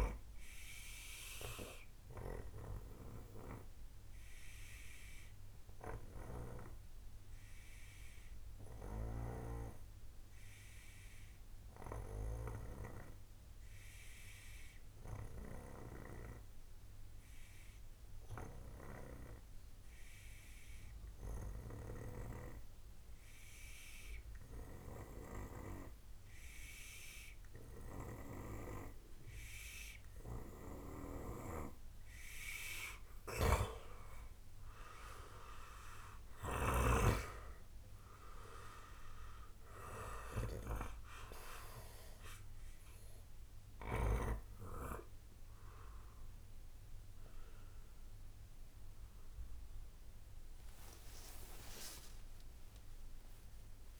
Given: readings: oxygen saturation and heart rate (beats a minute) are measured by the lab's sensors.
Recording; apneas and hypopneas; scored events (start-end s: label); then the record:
breathing in sleep by a room microphone; 1
2.50-32.50 s: obstructive apnea (oxygen 98% before, 93% lowest)
28.00-54.00 s: oxygen desaturation (device-marked, oxygen 97% before, 93% lowest, heart rate 62 before, 25 extreme)
31.00-36.50 s: snoring (device-marked)
35.00-38.50 s: arousal
53.00-54.00 s: arousal
From the record:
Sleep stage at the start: N2 (light sleep); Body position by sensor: on the right side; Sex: male